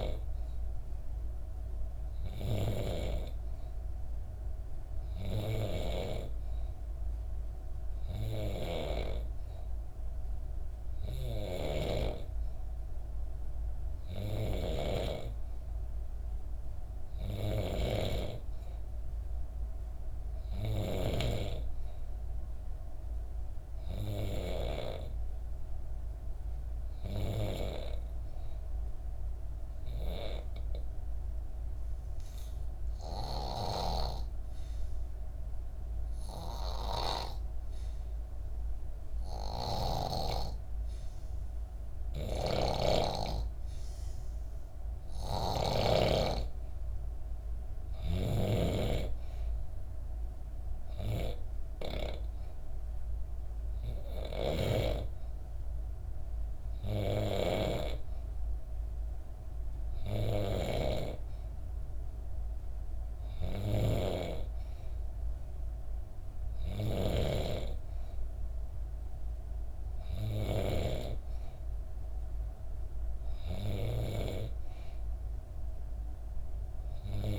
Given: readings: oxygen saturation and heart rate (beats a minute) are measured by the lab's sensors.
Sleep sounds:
breathing in sleep by a room microphone; 1
11.00-17.50 s: snoring (device-marked)
28.50-43.00 s: obstructive apnea (oxygen 94% before, 89% lowest, heart rate 66 before, 65 extreme, up 0 after)
33.00-39.50 s: snoring (device-marked)
41.50-54.00 s: snoring (device-marked)
45.50-49.00 s: arousal
47.00-65.00 s: oxygen desaturation (device-marked, oxygen 93% before, 89% lowest, heart rate 66 before, 66 extreme)
60.00-67.00 s: snoring (device-marked)
From the record:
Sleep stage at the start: N3 (deep sleep); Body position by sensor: on the back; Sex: female

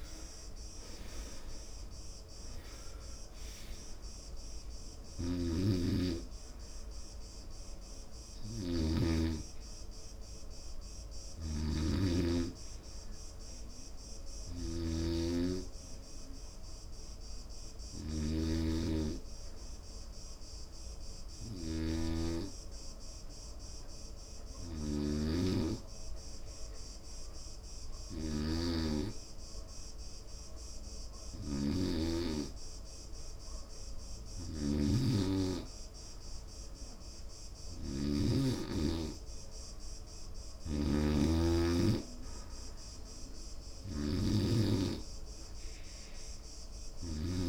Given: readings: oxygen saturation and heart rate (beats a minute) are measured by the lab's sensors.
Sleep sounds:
breathing in sleep by a room microphone; 1
15.50-31.50 s: hypopnea (oxygen 93% before, 89% lowest, heart rate 80 before, 68 extreme, up 2 after)
19.00-34.00 s: oxygen desaturation (device-marked, oxygen 94% before, 90% lowest, heart rate 82 before, 68 extreme)
33.50-38.00 s: arousal
45.00-47.49 s: oxygen desaturation (device-marked, oxygen 96% before, 92% lowest, heart rate 71 before, 69 extreme)
From the record:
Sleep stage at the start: N2 (light sleep); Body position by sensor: on the right side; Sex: male

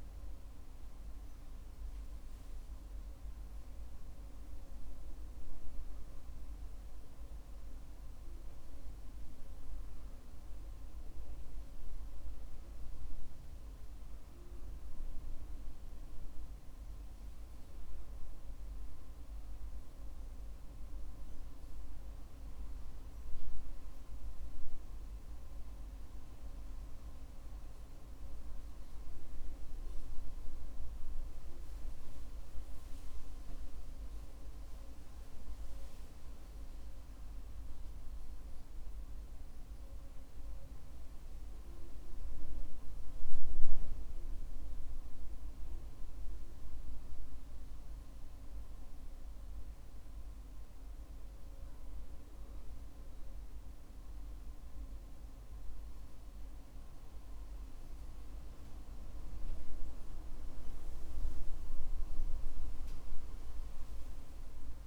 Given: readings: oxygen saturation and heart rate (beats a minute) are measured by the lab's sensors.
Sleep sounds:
breathing in sleep, hard to hear, by a room microphone; none
63.00-64.87 s: arousal
From the record:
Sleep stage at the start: N1 (lightest sleep); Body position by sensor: on the back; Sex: male

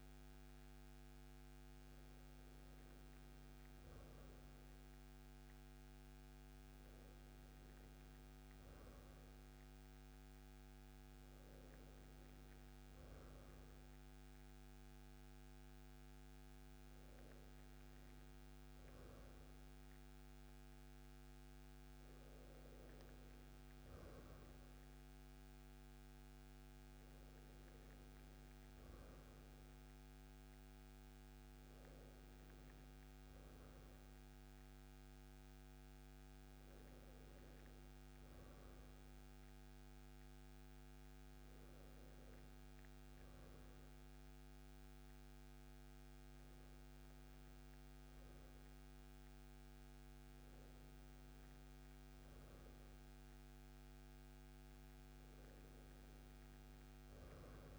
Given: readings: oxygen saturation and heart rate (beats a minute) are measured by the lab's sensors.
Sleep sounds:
breathing in sleep, hard to hear, by a microphone on the trachea; none
none scored
From the record:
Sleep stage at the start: N2 (light sleep); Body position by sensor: on the right side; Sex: male

